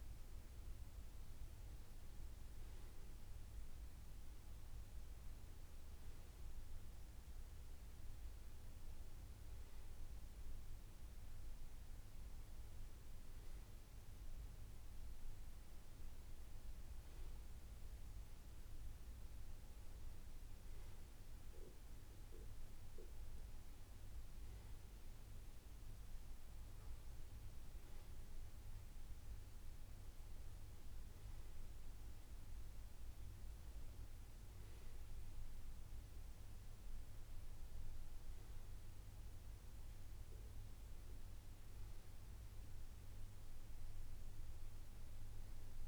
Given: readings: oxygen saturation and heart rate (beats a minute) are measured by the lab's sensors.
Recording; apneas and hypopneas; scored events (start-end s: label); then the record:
breathing in sleep, hard to hear, by a room microphone; none
18.00-45.88 s: new sleep stage, N2 (light sleep)
From the record:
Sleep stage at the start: N1 (lightest sleep); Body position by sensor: on the back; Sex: male